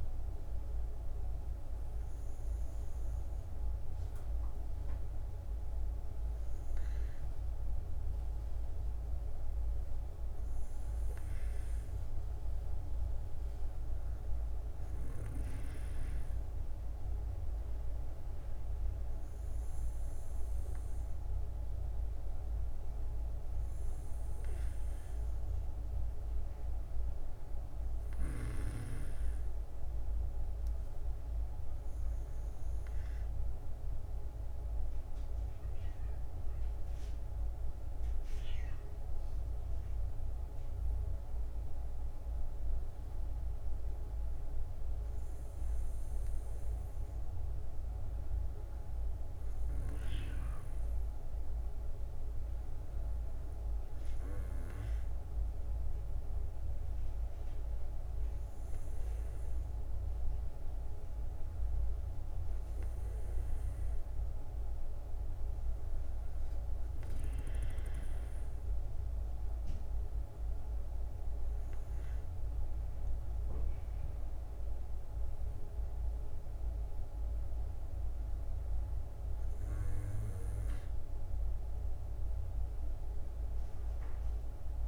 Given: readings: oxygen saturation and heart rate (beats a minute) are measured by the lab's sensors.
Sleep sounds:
breathing in sleep, hard to hear, by a room microphone; none
none scored
From the record:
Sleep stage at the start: N2 (light sleep); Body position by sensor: on the back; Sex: female

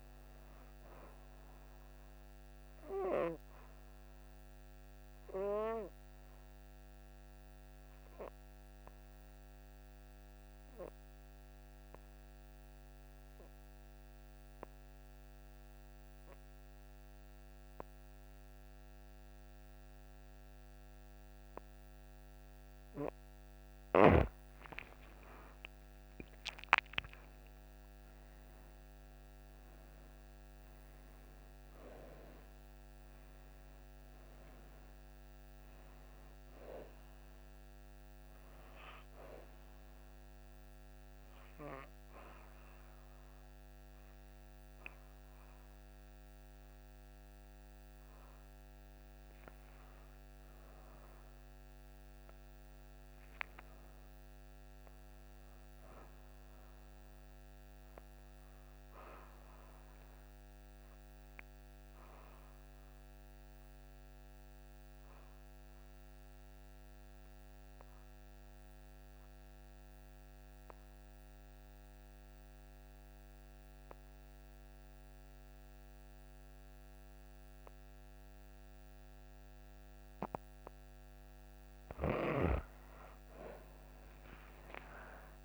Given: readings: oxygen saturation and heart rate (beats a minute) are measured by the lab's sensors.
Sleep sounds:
breathing in sleep by a microphone on the trachea; 3
2.50-23.00 s: obstructive apnea (oxygen 98% before, 89% lowest, heart rate 85 before, 59 extreme, up 16 after)
6.50-17.50 s: oxygen desaturation (device-marked, oxygen 96% before, 93% lowest, heart rate 85 before, 62 extreme)
25.00-29.50 s: arousal
26.50-53.50 s: oxygen desaturation (device-marked, oxygen 98% before, 89% lowest, heart rate 64 before, 59 extreme)
40.50-50.50 s: obstructive apnea (oxygen 98% before, 87% lowest, heart rate 70 before, 59 extreme, up 2 after)
52.00-56.50 s: arousal
60.00-80.00 s: obstructive apnea (oxygen 97% before, 87% lowest, heart rate 65 before, 59 extreme, up 24 after)
78.50-85.45 s: oxygen desaturation (device-marked, oxygen 96% before, 87% lowest, heart rate 63 before, 61 extreme)
From the record:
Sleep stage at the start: N2 (light sleep); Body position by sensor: on the back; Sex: female

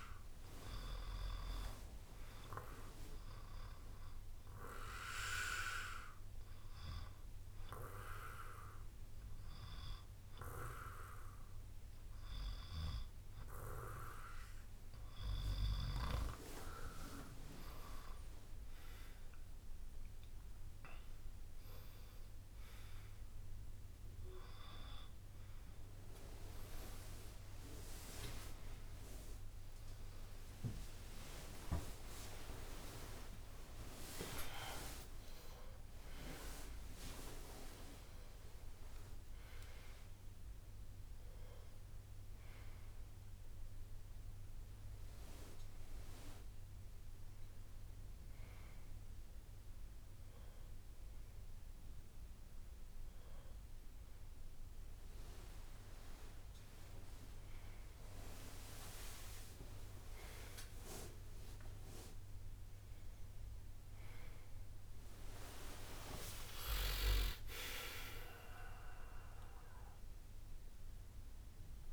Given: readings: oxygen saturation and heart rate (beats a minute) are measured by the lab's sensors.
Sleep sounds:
a person awake in a sleep study, by a room microphone; 1
0.50-3.50 s: drop in pulse transit time (device-marked, heart rate 66 before, 64 extreme)
2.50-15.50 s: hypopnea (oxygen 96% before, 94% lowest, heart rate 66 before, 61 extreme, up 18 after)
6.50-11.50 s: drop in pulse transit time (device-marked, heart rate 66 before, 63 extreme)
22.50-71.93 s: new sleep stage, awake
30.50-34.50 s: tachycardia (device-marked, heart rate 68 before, 103 extreme)
30.50-42.50 s: drop in pulse transit time (device-marked, heart rate 70 before, 71 extreme)
33.00-35.00 s: long interval between heartbeats (device-marked, heart rate 72 before, 100 extreme)
54.00-56.00 s: long interval between heartbeats (device-marked, heart rate 80 before, 66 extreme)
65.50-71.93 s: drop in pulse transit time (device-marked, heart rate 71 before, 67 extreme)
66.50-68.50 s: long interval between heartbeats (device-marked, heart rate 71 before, 83 extreme)
From the record:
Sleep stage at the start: N2 (light sleep); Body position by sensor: on the back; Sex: male

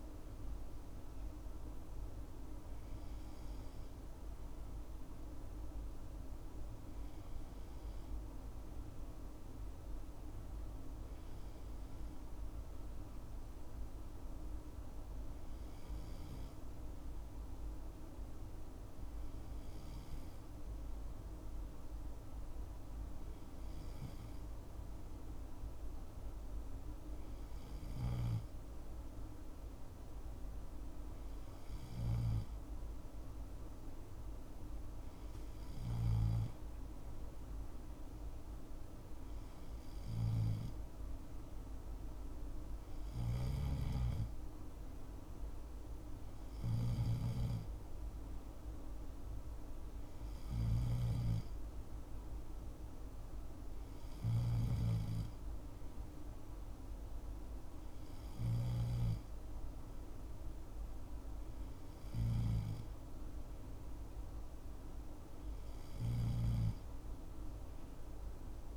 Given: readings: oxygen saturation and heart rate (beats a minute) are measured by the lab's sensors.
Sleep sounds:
breathing in sleep, hard to hear, by a room microphone; none
none scored
From the record:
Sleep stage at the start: N2 (light sleep); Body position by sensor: on the left side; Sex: male

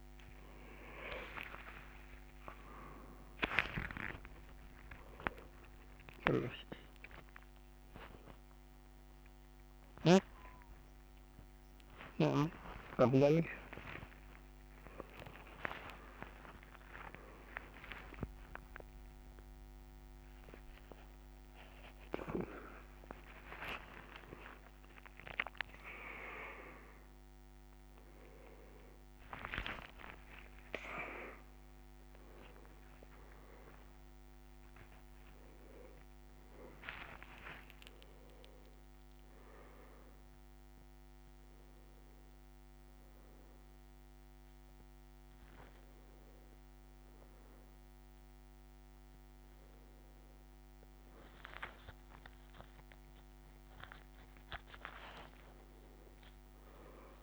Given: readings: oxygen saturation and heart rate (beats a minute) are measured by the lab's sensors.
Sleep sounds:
a person awake in a sleep study, by a microphone on the trachea; none
0.00-6.50 s: leg movement (device-marked)
29.00-38.00 s: leg movement (device-marked)
From the record:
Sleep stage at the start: awake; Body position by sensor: on the back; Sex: male

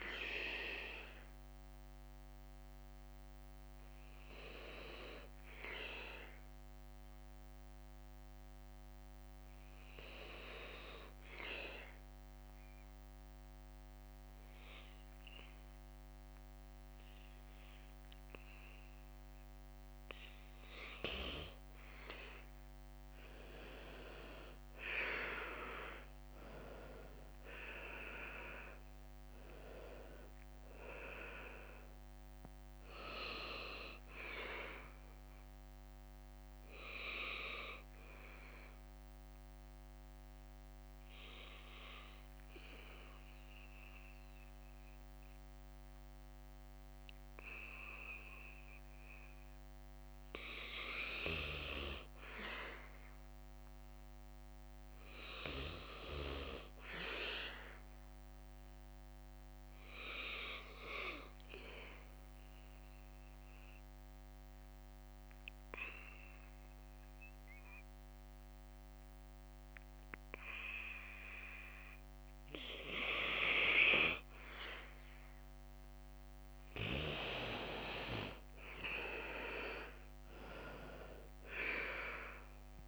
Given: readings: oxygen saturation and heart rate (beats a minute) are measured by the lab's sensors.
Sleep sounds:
breathing in sleep by a microphone on the trachea; 3
0.00-4.00 s: oxygen desaturation (device-marked, oxygen 89% lowest, heart rate 59 extreme)
9.00-21.00 s: mixed apnea (oxygen 97% before, 89% lowest, heart rate 62 before, 56 extreme, up 8 after)
16.00-20.00 s: bradycardia (device-marked, heart rate 61 before, 59 extreme)
24.50-28.50 s: arousal
25.00-57.00 s: oxygen desaturation (device-marked, oxygen 96% before, 89% lowest, heart rate 61 before, 54 extreme)
27.00-40.00 s: drop in pulse transit time (device-marked, heart rate 61 before, 57 extreme)
34.50-48.00 s: obstructive apnea (oxygen 97% before, 89% lowest, heart rate 63 before, 54 extreme, up 6 after)
35.00-47.00 s: bradycardia (device-marked, heart rate 61 before, 56 extreme)
52.50-55.50 s: arousal
61.00-71.00 s: bradycardia (device-marked, heart rate 61 before, 54 extreme)
62.00-74.50 s: hypopnea (oxygen 98% before, 88% lowest, heart rate 60 before, 54 extreme, up 13 after)
78.50-81.50 s: arousal
79.00-82.88 s: drop in pulse transit time (device-marked, heart rate 59 before, 61 extreme)
81.00-82.88 s: oxygen desaturation (device-marked, oxygen 95% before, 89% lowest, heart rate 60 before, 56 extreme)
From the record:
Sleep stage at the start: N2 (light sleep); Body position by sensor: on the right side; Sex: male

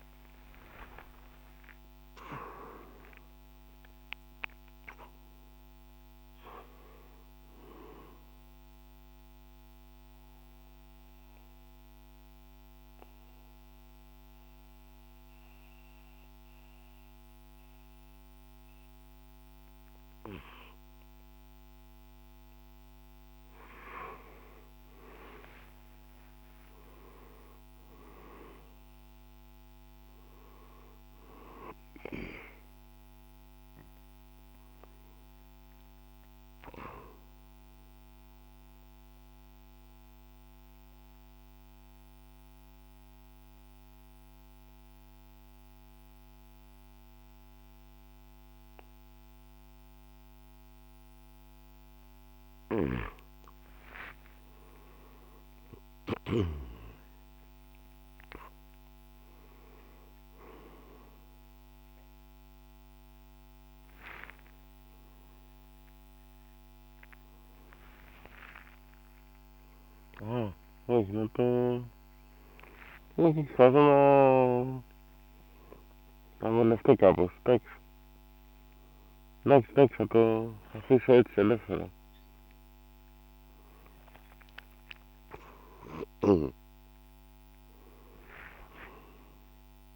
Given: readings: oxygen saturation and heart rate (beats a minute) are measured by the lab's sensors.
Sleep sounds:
breathing in sleep by a microphone on the trachea; 2
0.00-4.00 s: arousal
9.00-23.00 s: mixed apnea (oxygen 98% before, 92% lowest, heart rate 80 before, 55 extreme, up 8 after)
24.50-29.50 s: arousal
36.00-52.00 s: central apnea (oxygen 98% before, 92% lowest, heart rate 60 before, 55 extreme, up 15 after)
52.00-56.00 s: snoring (device-marked)
66.00-72.00 s: drop in pulse transit time (device-marked, heart rate 62 before, 60 extreme)
68.00-89.96 s: new sleep stage, awake
72.50-76.50 s: snoring (device-marked)
85.00-89.96 s: drop in pulse transit time (device-marked, heart rate 83 before, 75 extreme)
From the record:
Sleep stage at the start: N1 (lightest sleep); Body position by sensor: on the back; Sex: male

